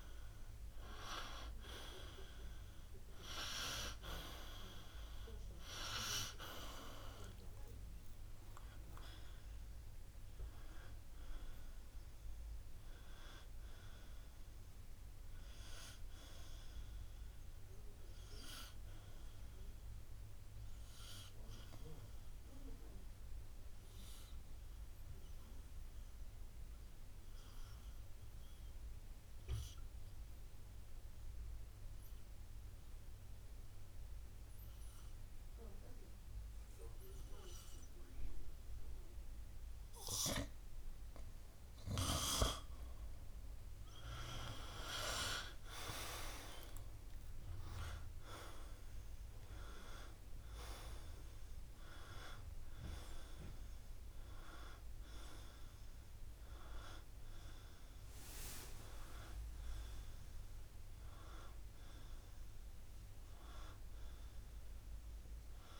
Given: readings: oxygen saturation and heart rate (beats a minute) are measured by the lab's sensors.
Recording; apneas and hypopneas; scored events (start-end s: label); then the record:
breathing in sleep by a room microphone; 1
16.50-35.50 s: oxygen desaturation (device-marked, oxygen 96% before, 93% lowest, heart rate 62 before, 55 extreme)
23.00-40.00 s: obstructive apnea (oxygen 97% before, 92% lowest, heart rate 60 before, 55 extreme, up 9 after)
44.00-48.50 s: arousal
From the record:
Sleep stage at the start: N2 (light sleep); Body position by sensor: on the back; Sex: male